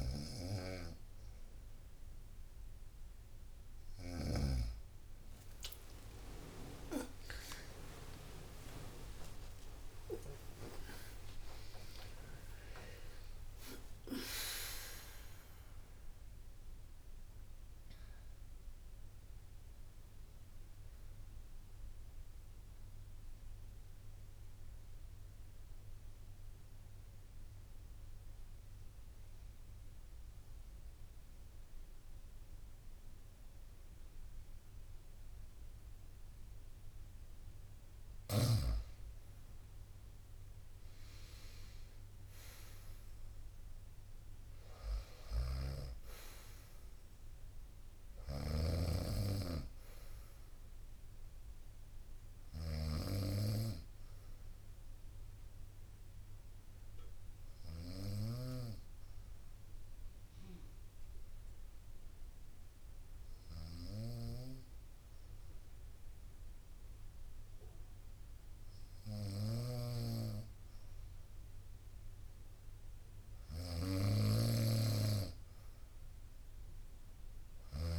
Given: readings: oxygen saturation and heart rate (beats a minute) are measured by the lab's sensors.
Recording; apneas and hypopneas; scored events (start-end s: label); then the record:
breathing in sleep by a room microphone; 2
0.00-4.50 s: snoring (device-marked)
5.50-20.50 s: tachycardia (device-marked, heart rate 62 before, 127 extreme)
7.00-12.50 s: arousal
8.00-10.00 s: long interval between heartbeats (device-marked, heart rate 62 before, 93 extreme)
10.50-24.50 s: drop in pulse transit time (device-marked, heart rate 68 before, 98 extreme)
13.50-15.50 s: long interval between heartbeats (device-marked, heart rate 75 before, 107 extreme)
22.50-37.50 s: mixed apnea (oxygen 95% before, 93% lowest, heart rate 99 before, 54 extreme, up 8 after)
26.50-33.50 s: bradycardia (device-marked, heart rate 64 before, 54 extreme)
41.50-44.50 s: arousal
42.50-52.50 s: drop in pulse transit time (device-marked, heart rate 66 before, 61 extreme)
45.00-77.99 s: snoring (device-marked)
49.50-65.50 s: oxygen desaturation (device-marked, oxygen 98% before, 94% lowest, heart rate 59 before, 59 extreme)
55.50-69.00 s: obstructive apnea (oxygen 98% before, 94% lowest, heart rate 61 before, 59 extreme, up 4 after)
59.50-66.50 s: bradycardia (device-marked, heart rate 64 before, 59 extreme)
71.50-75.00 s: arousal
From the record:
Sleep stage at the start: N2 (light sleep); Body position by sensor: on the right side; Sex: female